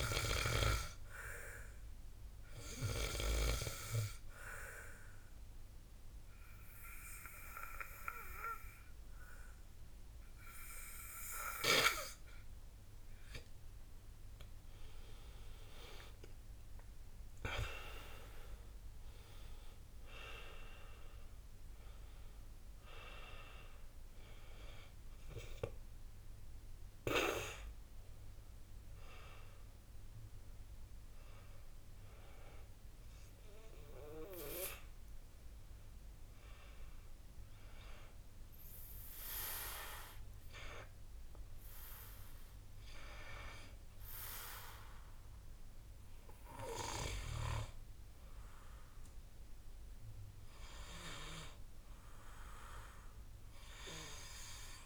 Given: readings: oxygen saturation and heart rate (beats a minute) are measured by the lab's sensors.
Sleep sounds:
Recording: breathing in sleep by a room microphone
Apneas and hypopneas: 2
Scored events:
0.00-2.50 s: arousal
4.50-14.50 s: obstructive apnea (oxygen 93% before, 90% lowest, heart rate 59 before, 53 extreme, up 19 after)
15.50-18.50 s: arousal
34.50-47.00 s: hypopnea (oxygen 93% before, 91% lowest, heart rate 65 before, 52 extreme, up 6 after)
49.50-53.00 s: arousal
From the record:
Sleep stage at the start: N2 (light sleep)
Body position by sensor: on the back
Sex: male

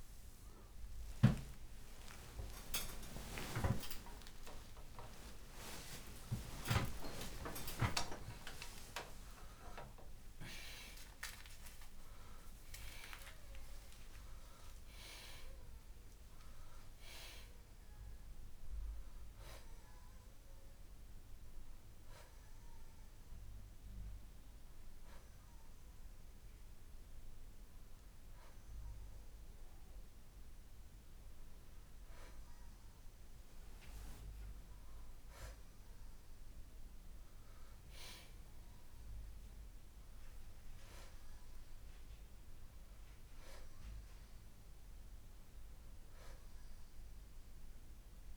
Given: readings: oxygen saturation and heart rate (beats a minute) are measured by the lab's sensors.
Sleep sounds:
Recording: a person partly awake in a sleep study, by a room microphone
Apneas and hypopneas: none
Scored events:
0.00-8.50 s: oxygen desaturation (device-marked, oxygen 84% lowest, heart rate 66 extreme)
11.50-48.37 s: new sleep stage, N2 (light sleep)
25.50-35.50 s: oxygen desaturation (device-marked, oxygen 94% before, 89% lowest, heart rate 114 before, 66 extreme)
From the record:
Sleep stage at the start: awake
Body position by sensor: on the left side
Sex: male

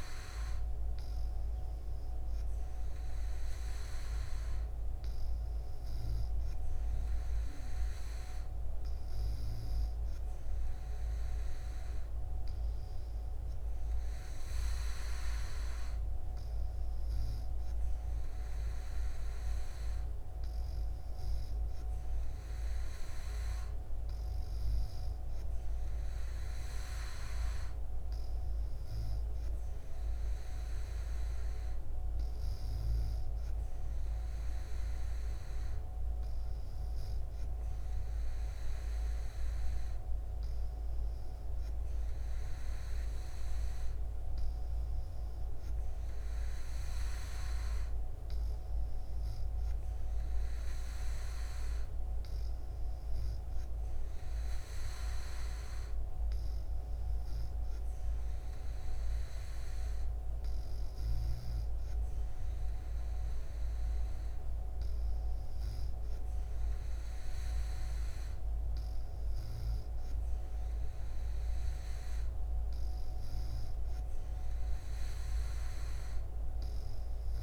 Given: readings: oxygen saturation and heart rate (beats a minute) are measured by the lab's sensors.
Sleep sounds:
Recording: breathing in sleep, hard to hear, by a room microphone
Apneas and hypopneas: none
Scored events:
none scored
From the record:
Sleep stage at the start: N2 (light sleep)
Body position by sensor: on the back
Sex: female

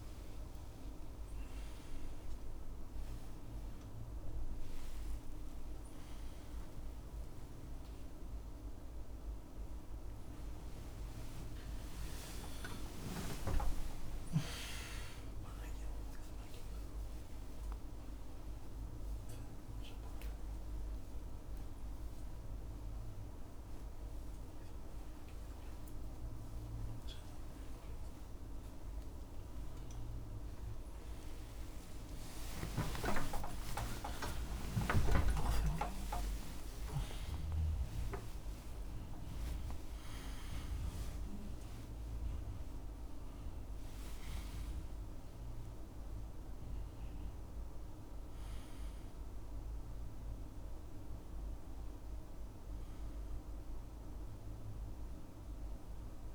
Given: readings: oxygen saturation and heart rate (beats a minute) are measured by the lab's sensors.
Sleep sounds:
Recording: a person awake in a sleep study, by a room microphone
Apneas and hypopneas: none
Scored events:
0.00-19.50 s: oxygen desaturation (device-marked, oxygen 83% lowest, heart rate 78 extreme)
From the record:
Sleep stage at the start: awake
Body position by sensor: on the back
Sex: male

